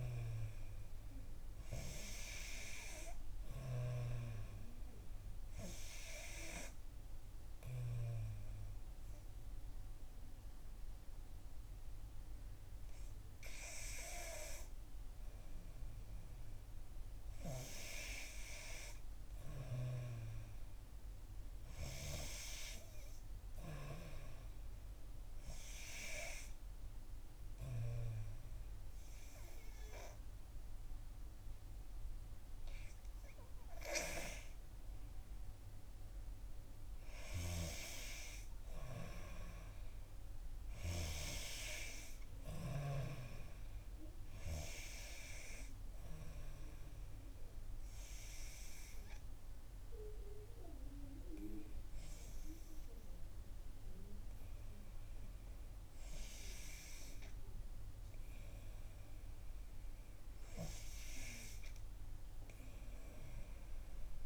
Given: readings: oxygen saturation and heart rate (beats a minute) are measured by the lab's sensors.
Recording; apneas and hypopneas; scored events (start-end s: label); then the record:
breathing in sleep by a room microphone; 2
0.00-1.00 s: arousal
6.00-17.00 s: obstructive apnea (oxygen 93% before, 89% lowest, heart rate 63 before, 62 extreme, up 1 after)
20.00-23.50 s: arousal
46.00-56.00 s: obstructive apnea (oxygen 92% before, 89% lowest, heart rate 65 before, 59 extreme, up 3 after)
59.50-62.50 s: arousal
From the record:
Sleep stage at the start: N3 (deep sleep); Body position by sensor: on the back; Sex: female